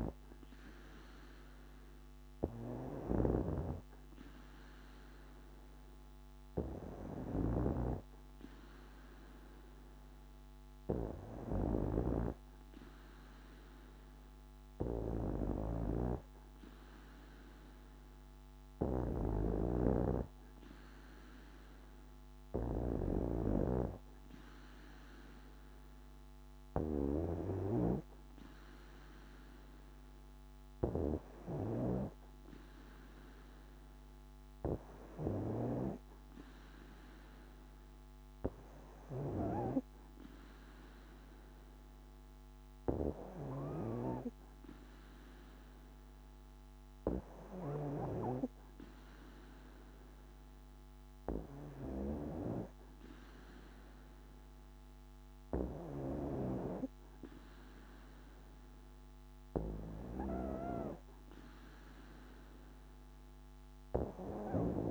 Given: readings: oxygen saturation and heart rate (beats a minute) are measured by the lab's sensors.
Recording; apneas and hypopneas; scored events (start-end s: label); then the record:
breathing in sleep by a microphone on the trachea; none
0.00-3.00 s: snoring (device-marked)
15.00-22.50 s: snoring (device-marked)
From the record:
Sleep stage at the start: N2 (light sleep); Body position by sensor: on the back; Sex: female